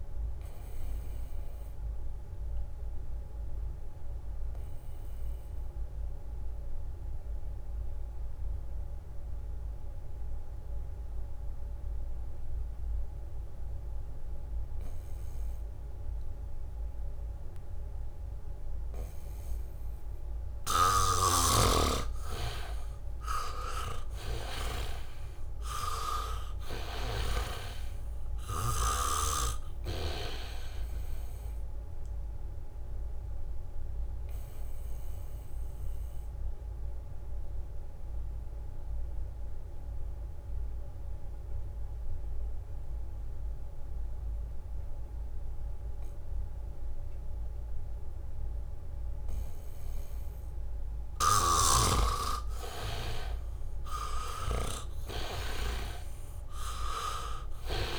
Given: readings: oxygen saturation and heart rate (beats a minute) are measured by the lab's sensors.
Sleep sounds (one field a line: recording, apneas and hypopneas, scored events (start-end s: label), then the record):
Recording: breathing in sleep by a room microphone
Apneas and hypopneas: 2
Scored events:
0.00-15.00 s: oxygen desaturation (device-marked, oxygen 80% lowest, heart rate 69 extreme)
1.50-20.50 s: obstructive apnea (oxygen 98% before, 80% lowest, heart rate 70 before, 69 extreme, up 1 after)
11.50-14.00 s: leg movement (device-marked)
16.50-18.00 s: leg movement (device-marked)
21.00-47.00 s: oxygen desaturation (device-marked, oxygen 98% before, 81% lowest, heart rate 74 before, 71 extreme)
21.50-28.00 s: snoring (device-marked)
23.00-26.00 s: arousal
32.00-36.00 s: leg movement (device-marked)
33.00-50.50 s: obstructive apnea (oxygen 98% before, 81% lowest, heart rate 73 before, 71 extreme, up 2 after)
36.00-38.50 s: leg movement (device-marked)
52.00-57.99 s: oxygen desaturation (device-marked, oxygen 98% before, 83% lowest, heart rate 74 before, 73 extreme)
54.00-57.00 s: arousal
From the record:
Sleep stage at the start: N2 (light sleep)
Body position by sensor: on the back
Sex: male